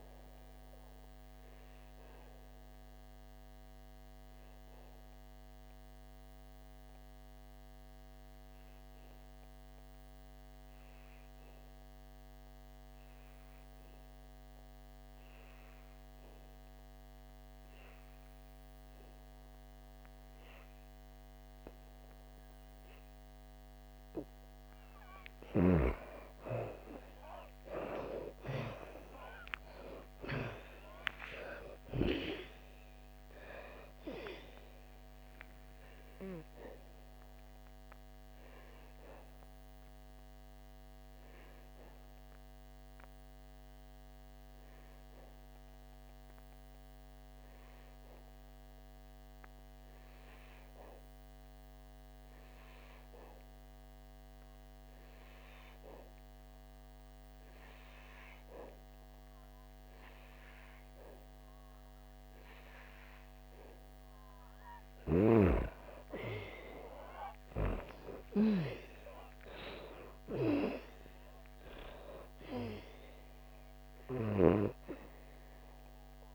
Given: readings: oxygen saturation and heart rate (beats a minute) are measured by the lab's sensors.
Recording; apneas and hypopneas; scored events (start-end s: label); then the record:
breathing in sleep by a microphone on the trachea; 2
0.00-22.50 s: oxygen desaturation (device-marked, oxygen 85% lowest, heart rate 56 extreme)
1.00-24.50 s: obstructive apnea (oxygen 97% before, 82% lowest, heart rate 65 before, 56 extreme, up 10 after)
24.50-57.50 s: oxygen desaturation (device-marked, oxygen 98% before, 82% lowest, heart rate 60 before, 56 extreme)
26.50-31.00 s: arousal
35.50-64.50 s: obstructive apnea (oxygen 98% before, 82% lowest, heart rate 63 before, 56 extreme, up 8 after)
66.00-70.50 s: arousal
68.50-76.35 s: oxygen desaturation (device-marked, oxygen 98% before, 83% lowest, heart rate 61 before, 58 extreme)
From the record:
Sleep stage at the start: N2 (light sleep); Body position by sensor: on the back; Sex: female